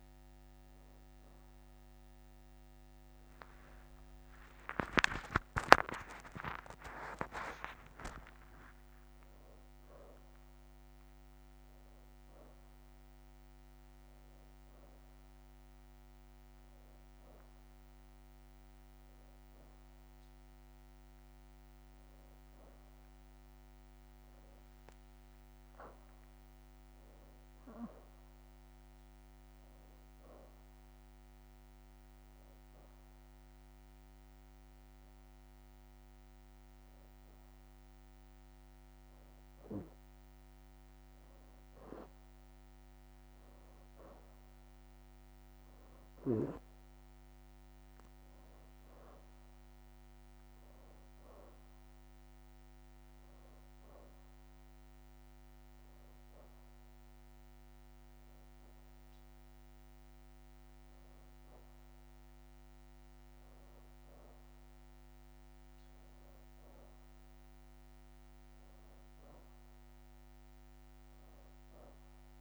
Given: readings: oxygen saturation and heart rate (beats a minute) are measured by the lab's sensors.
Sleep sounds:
breathing in sleep by a microphone on the trachea; 1
1.50-3.00 s: leg movement (device-marked)
1.50-6.00 s: arousal
8.00-9.50 s: leg movement (device-marked)
22.00-25.50 s: leg movement (device-marked)
31.50-41.50 s: hypopnea (oxygen 94% before, 89% lowest, heart rate 89 before, 83 extreme, up 2 after)
44.00-48.00 s: arousal
47.50-57.50 s: oxygen desaturation (device-marked, oxygen 93% before, 89% lowest, heart rate 87 before, 83 extreme)
49.00-51.00 s: leg movement (device-marked)
63.50-66.00 s: leg movement (device-marked)
68.50-72.00 s: arousal
From the record:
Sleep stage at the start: N2 (light sleep); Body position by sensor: on the back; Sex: female

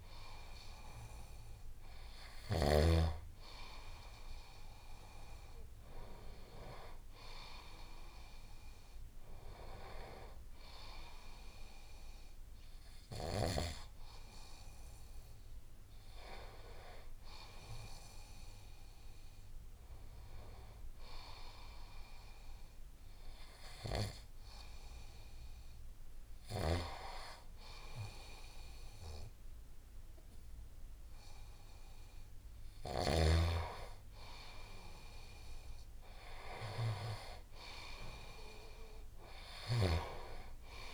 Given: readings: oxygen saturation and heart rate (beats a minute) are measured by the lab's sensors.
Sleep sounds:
breathing in sleep by a room microphone; none
0.00-2.50 s: snoring (device-marked)
36.00-40.00 s: arousal
39.00-40.94 s: snoring (device-marked)
From the record:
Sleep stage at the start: N1 (lightest sleep); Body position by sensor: on the right side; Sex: male

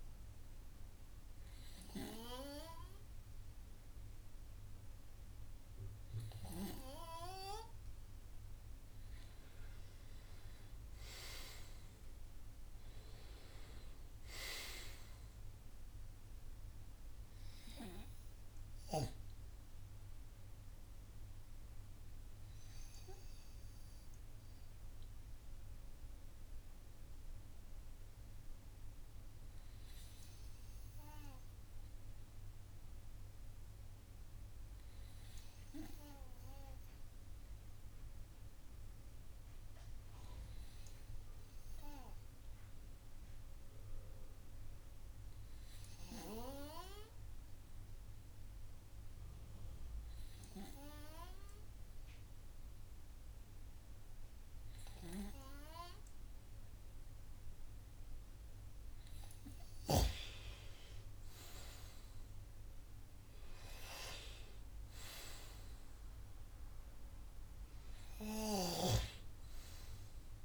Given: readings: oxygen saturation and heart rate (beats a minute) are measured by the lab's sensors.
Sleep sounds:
breathing in sleep by a room microphone; none
66.50-70.45 s: arousal
From the record:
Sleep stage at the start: N2 (light sleep); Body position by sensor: on the right side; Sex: male

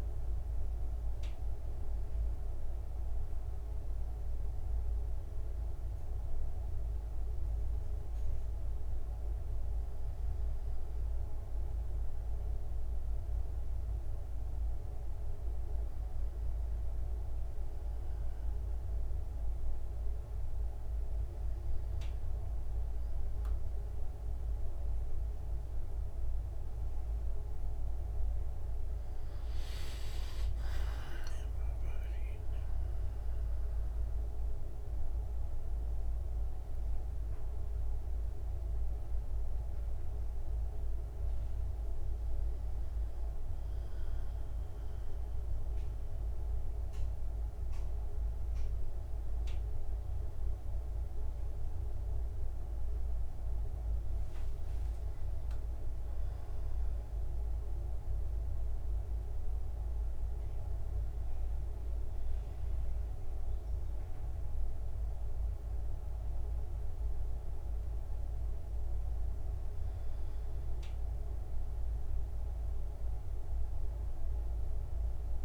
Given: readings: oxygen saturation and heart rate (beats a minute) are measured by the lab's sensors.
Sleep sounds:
a person awake in a sleep study, hard to hear, by a room microphone; none
10.50-70.50 s: new sleep stage, awake
42.50-44.50 s: long interval between heartbeats (device-marked, heart rate 66 before, 74 extreme)
70.50-75.45 s: new sleep stage, N1 (lightest sleep)
From the record:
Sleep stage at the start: N1 (lightest sleep); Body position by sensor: on the back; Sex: male

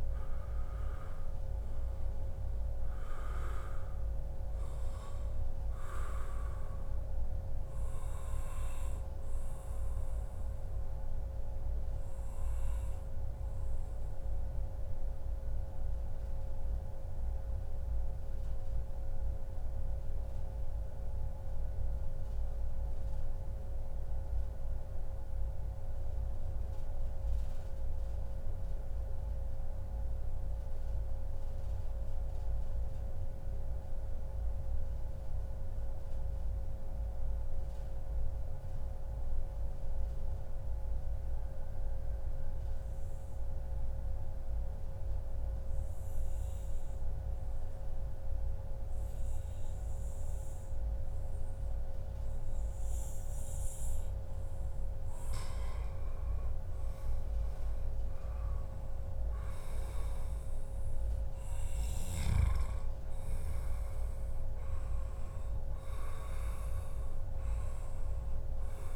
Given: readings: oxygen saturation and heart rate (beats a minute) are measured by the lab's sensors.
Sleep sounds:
breathing in sleep, hard to hear, by a room microphone; 1
0.00-14.50 s: oxygen desaturation (device-marked, oxygen 90% lowest, heart rate 89 extreme)
10.00-54.00 s: mixed apnea (oxygen 97% before, 90% lowest, heart rate 114 before, 89 extreme, up 14 after)
38.00-40.00 s: long interval between heartbeats (device-marked, heart rate 97 before, 98 extreme)
47.50-68.96 s: oxygen desaturation (device-marked, oxygen 98% before, 91% lowest, heart rate 99 before, 96 extreme)
49.00-51.00 s: long interval between heartbeats (device-marked, heart rate 99 before, 106 extreme)
56.00-60.50 s: arousal
From the record:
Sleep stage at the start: N2 (light sleep); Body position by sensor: on the back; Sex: male

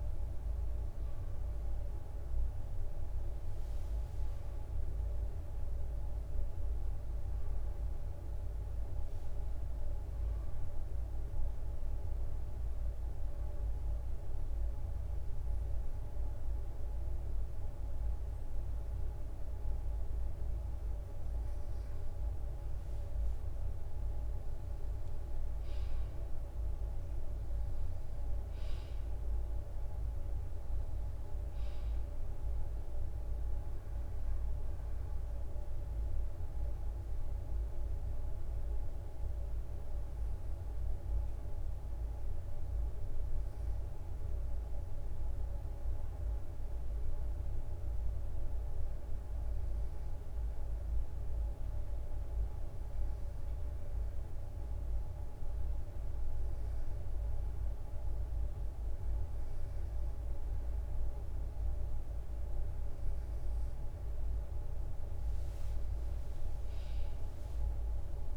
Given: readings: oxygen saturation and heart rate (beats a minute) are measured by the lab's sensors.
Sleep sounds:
breathing in sleep, hard to hear, by a room microphone; 2
9.50-68.37 s: new sleep stage, N2 (light sleep)
12.00-22.00 s: obstructive apnea (oxygen 94% before, 92% lowest, heart rate 67 before, 62 extreme, up 3 after)
24.00-28.50 s: arousal
50.00-63.50 s: hypopnea (oxygen 95% before, 92% lowest, heart rate 65 before, 63 extreme, up 6 after)
67.00-68.37 s: arousal
From the record:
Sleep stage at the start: N1 (lightest sleep); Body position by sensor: on the right side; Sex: male

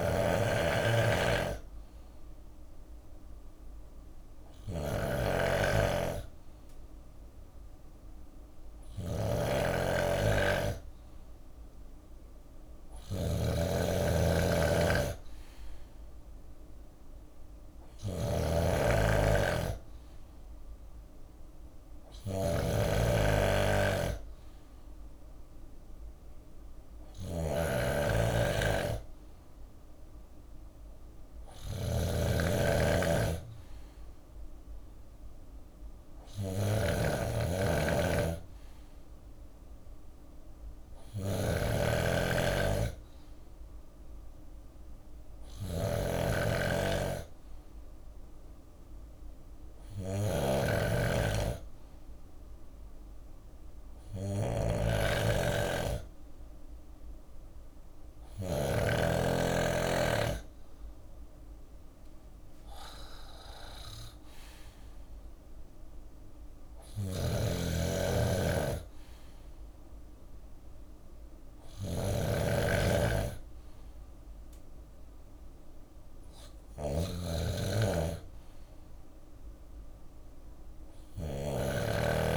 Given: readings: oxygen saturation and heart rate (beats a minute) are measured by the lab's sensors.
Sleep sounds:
breathing in sleep by a room microphone; none
0.00-57.50 s: snoring (device-marked)
61.00-73.00 s: drop in pulse transit time (device-marked, heart rate 62 before, 59 extreme)
66.00-82.37 s: snoring (device-marked)
69.00-71.00 s: bradycardia (device-marked, heart rate 63 before, 59 extreme)
From the record:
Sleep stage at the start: N2 (light sleep); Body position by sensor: on the left side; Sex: male

